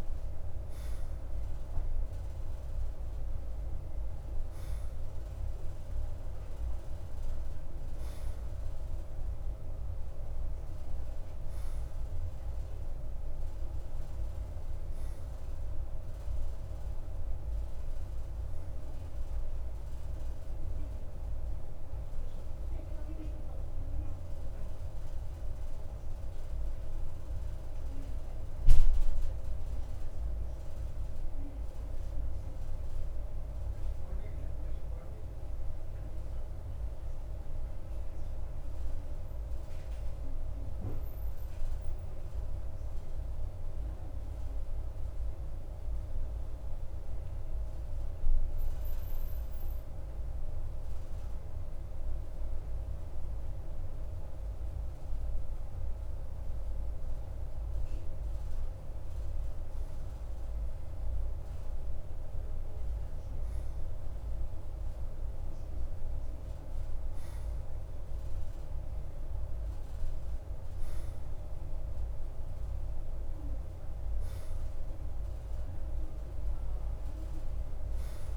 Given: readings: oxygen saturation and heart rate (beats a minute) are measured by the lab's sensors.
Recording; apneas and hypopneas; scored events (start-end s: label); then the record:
breathing in sleep, hard to hear, by a room microphone; 1
31.00-53.50 s: obstructive apnea (oxygen 95% before, 93% lowest, heart rate 55 before, 50 extreme, up 1 after)
From the record:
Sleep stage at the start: N2 (light sleep); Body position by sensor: on the right side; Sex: male